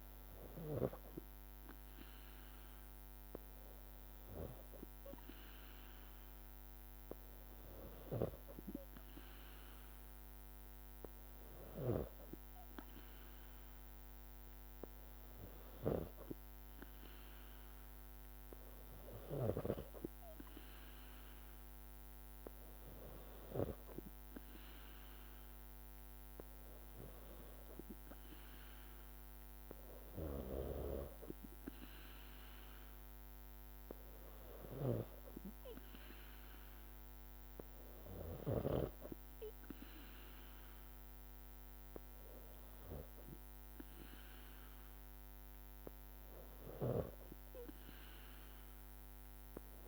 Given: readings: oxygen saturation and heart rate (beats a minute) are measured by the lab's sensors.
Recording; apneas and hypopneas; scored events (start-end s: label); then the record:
breathing in sleep by a microphone on the trachea; none
34.50-39.00 s: snoring (device-marked)
From the record:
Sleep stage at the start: N3 (deep sleep); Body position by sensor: on the back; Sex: female